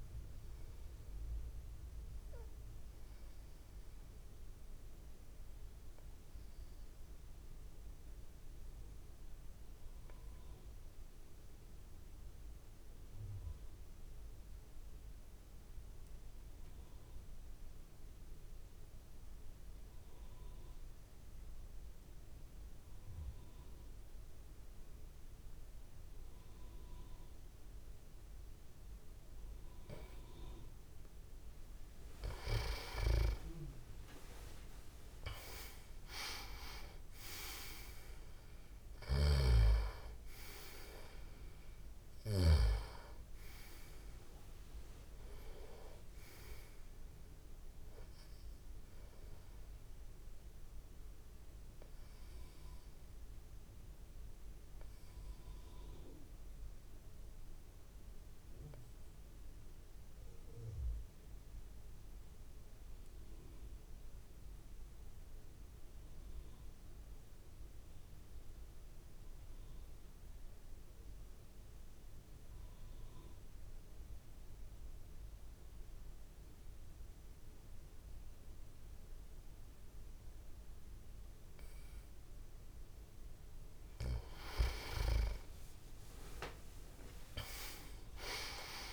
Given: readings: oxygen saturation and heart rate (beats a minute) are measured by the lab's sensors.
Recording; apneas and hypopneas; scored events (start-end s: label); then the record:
breathing in sleep by a room microphone; 2
0.00-14.00 s: oxygen desaturation (device-marked, oxygen 88% lowest)
2.50-31.00 s: obstructive apnea (oxygen 98% before, 88% lowest)
30.00-61.00 s: oxygen desaturation (device-marked, oxygen 98% before, 89% lowest)
32.50-36.00 s: arousal
38.50-42.50 s: snoring (device-marked)
50.00-83.00 s: obstructive apnea (oxygen 98% before, 87% lowest)
75.00-88.93 s: oxygen desaturation (device-marked, oxygen 98% before, 87% lowest)
84.50-88.00 s: arousal
From the record:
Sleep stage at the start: N2 (light sleep); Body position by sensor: on the back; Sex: male